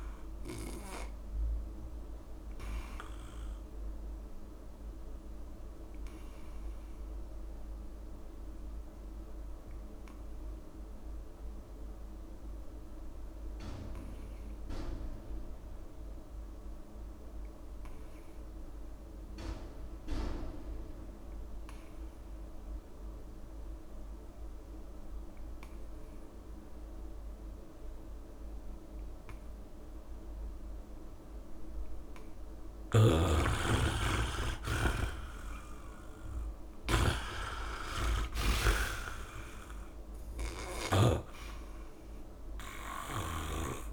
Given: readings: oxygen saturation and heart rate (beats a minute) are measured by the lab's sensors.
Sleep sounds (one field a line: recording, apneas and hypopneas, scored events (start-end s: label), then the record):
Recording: breathing in sleep by a room microphone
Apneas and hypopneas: 1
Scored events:
0.00-17.50 s: oxygen desaturation (device-marked, oxygen 85% lowest, heart rate 52 extreme)
2.50-33.00 s: obstructive apnea (oxygen 98% before, 79% lowest, heart rate 57 before, 52 extreme, up 2 after)
5.00-7.00 s: long interval between heartbeats (device-marked, heart rate 55 before, 70 extreme)
23.50-43.92 s: oxygen desaturation (device-marked, oxygen 98% before, 79% lowest)
32.50-41.00 s: snoring (device-marked)
35.50-39.00 s: arousal
From the record:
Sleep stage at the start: N2 (light sleep)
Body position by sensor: on the back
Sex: male